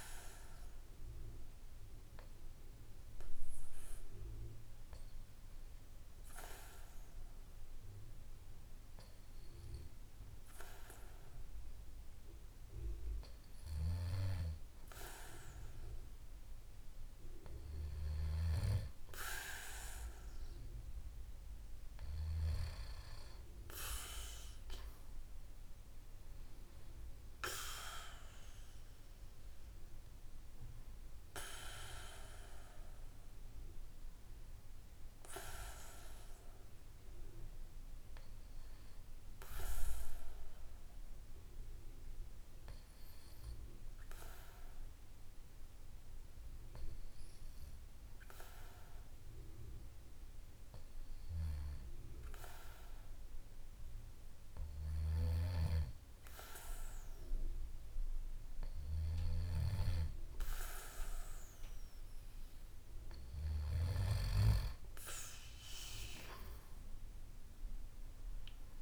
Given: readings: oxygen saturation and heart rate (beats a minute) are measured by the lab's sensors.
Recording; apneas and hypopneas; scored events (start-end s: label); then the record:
breathing in sleep by a room microphone; 2
2.00-14.00 s: hypopnea (oxygen 97% before, 94% lowest, heart rate 50 before, 49 extreme, up 4 after)
17.00-21.50 s: arousal
39.50-59.00 s: hypopnea (oxygen 96% before, 93% lowest, heart rate 53 before, 49 extreme, up 3 after)
62.50-65.50 s: arousal
From the record:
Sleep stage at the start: N2 (light sleep); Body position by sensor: on the back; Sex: male